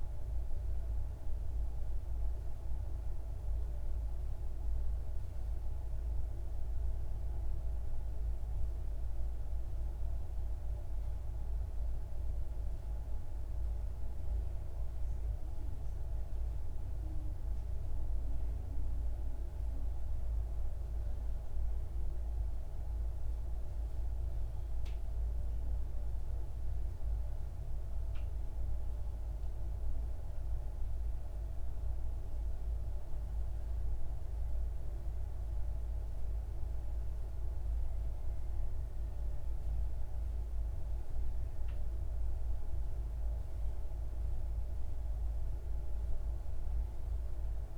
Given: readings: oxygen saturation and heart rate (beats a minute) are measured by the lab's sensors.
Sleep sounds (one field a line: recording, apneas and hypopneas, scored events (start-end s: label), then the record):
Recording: breathing in sleep, hard to hear, by a room microphone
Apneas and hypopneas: none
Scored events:
none scored
From the record:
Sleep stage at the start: N2 (light sleep)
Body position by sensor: on the left side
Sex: male